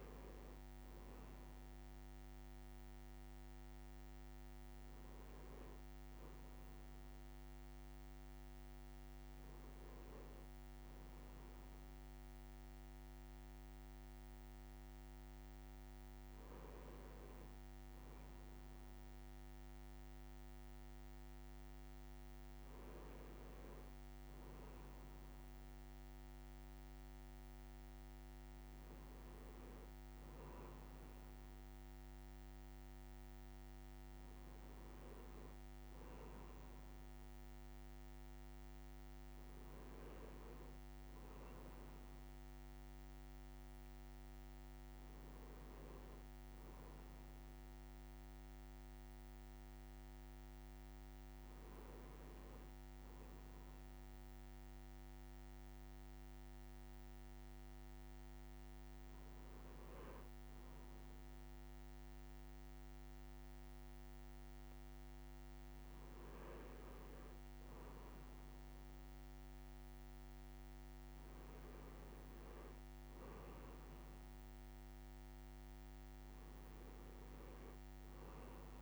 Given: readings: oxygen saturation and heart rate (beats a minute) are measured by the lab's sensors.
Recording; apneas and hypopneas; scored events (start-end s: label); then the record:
a person awake in a sleep study, hard to hear, by a microphone on the trachea; none
none scored
From the record:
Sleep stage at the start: awake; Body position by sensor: on the right side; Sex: male